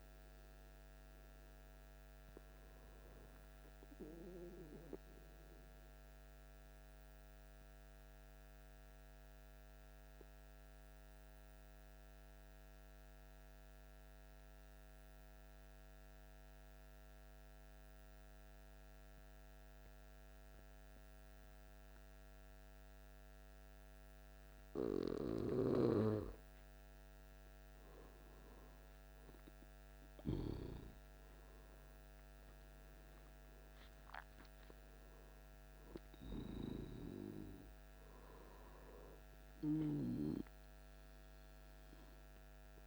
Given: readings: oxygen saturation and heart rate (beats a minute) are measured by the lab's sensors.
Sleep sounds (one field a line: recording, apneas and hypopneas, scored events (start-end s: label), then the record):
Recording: breathing in sleep by a microphone on the trachea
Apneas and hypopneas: 1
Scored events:
0.00-16.50 s: oxygen desaturation (device-marked, oxygen 90% lowest, heart rate 56 extreme)
6.50-26.50 s: mixed apnea (oxygen 96% before, 91% lowest, heart rate 61 before, 56 extreme, up 8 after)
29.00-32.50 s: arousal
31.50-42.50 s: oxygen desaturation (device-marked, oxygen 99% before, 95% lowest, heart rate 58 before, 55 extreme)
From the record:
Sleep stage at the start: N2 (light sleep)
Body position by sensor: on the back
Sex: male